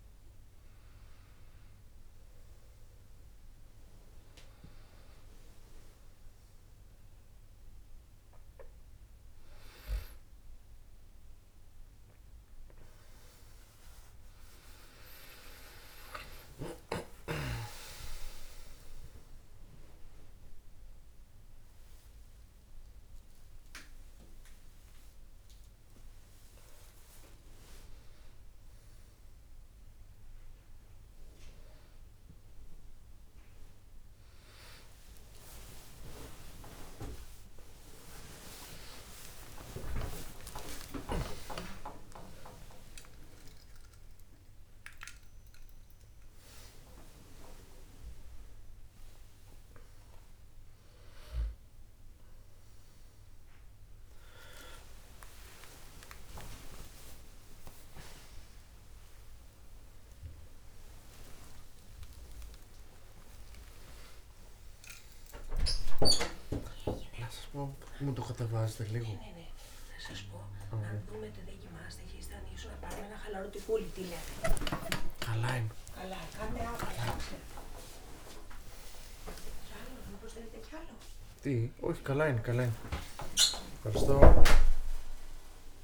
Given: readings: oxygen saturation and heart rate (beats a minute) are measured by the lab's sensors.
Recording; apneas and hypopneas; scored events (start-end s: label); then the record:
a person awake in a sleep study, by a room microphone; none
15.50-85.84 s: new sleep stage, awake
From the record:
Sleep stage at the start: N2 (light sleep); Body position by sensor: on the back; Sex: male